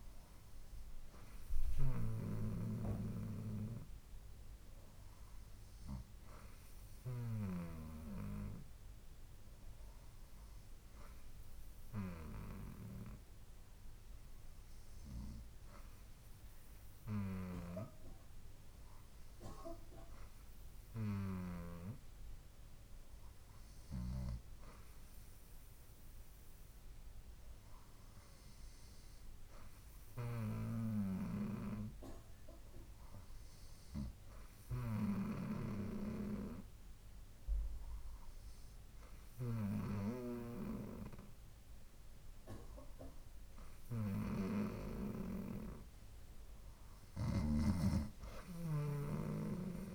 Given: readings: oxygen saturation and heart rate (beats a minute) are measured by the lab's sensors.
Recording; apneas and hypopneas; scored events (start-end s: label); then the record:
breathing in sleep by a room microphone; none
none scored
From the record:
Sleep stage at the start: N2 (light sleep); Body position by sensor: on the right side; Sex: female